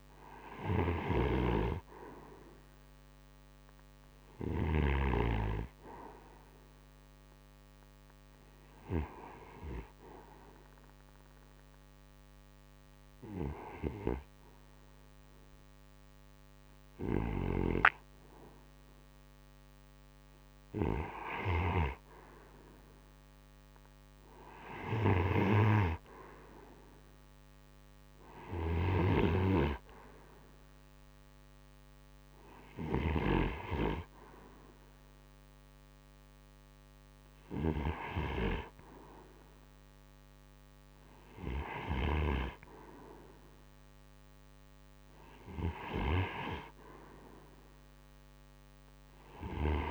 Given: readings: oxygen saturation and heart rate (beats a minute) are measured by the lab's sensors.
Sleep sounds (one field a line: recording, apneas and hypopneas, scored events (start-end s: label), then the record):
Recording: breathing in sleep by a microphone on the trachea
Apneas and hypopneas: 1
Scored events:
0.00-4.00 s: snoring (device-marked)
8.50-19.50 s: obstructive apnea (oxygen 90% before, 86% lowest)
13.50-23.50 s: oxygen desaturation (device-marked, oxygen 89% before, 86% lowest, heart rate 41 before, 43 extreme)
22.00-25.50 s: arousal
27.50-32.50 s: snoring (device-marked)
48.50-49.91 s: snoring (device-marked)
From the record:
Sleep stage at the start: REM sleep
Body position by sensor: on the right side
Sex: male